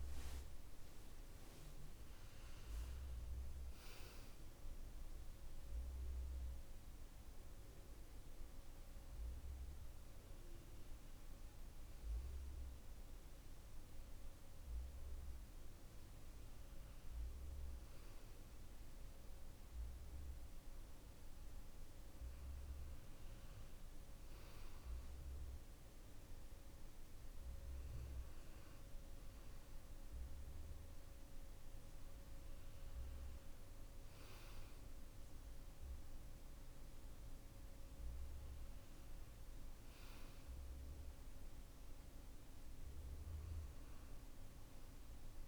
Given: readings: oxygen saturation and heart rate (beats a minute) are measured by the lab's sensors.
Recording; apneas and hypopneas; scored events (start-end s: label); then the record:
a person partly awake in a sleep study, hard to hear, by a room microphone; none
15.00-45.48 s: new sleep stage, N2 (light sleep)
From the record:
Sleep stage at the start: awake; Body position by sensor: on the back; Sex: male